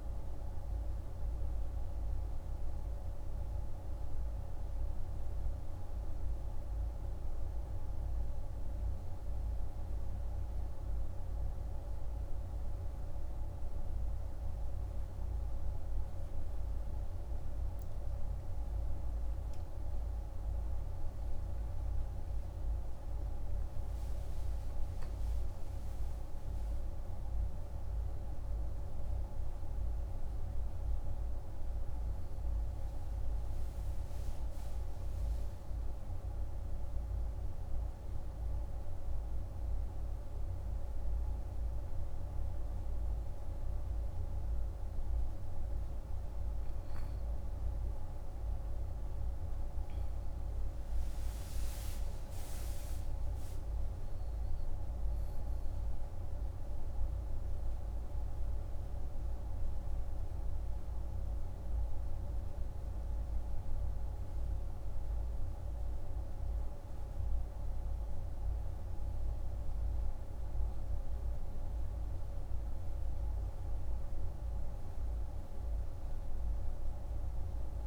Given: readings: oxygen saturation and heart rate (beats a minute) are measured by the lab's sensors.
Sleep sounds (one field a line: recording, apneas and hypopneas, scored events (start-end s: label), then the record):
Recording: breathing in sleep, hard to hear, by a room microphone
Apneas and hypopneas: none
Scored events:
none scored
From the record:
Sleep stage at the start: N1 (lightest sleep)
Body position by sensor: on the right side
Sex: male